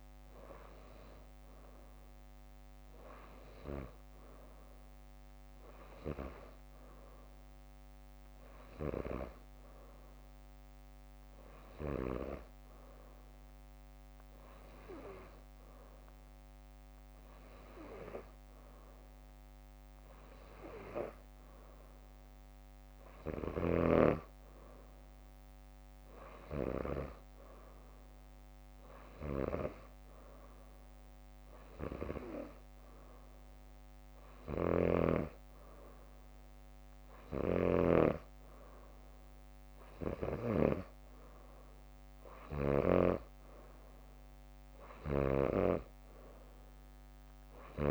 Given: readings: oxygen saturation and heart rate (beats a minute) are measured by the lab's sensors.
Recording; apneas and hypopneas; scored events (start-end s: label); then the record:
breathing in sleep by a microphone on the trachea; none
5.50-7.50 s: bradycardia (device-marked, heart rate 66 before, 63 extreme)
17.50-19.50 s: bradycardia (device-marked, heart rate 66 before, 62 extreme)
From the record:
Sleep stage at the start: N2 (light sleep); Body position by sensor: on the back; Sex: female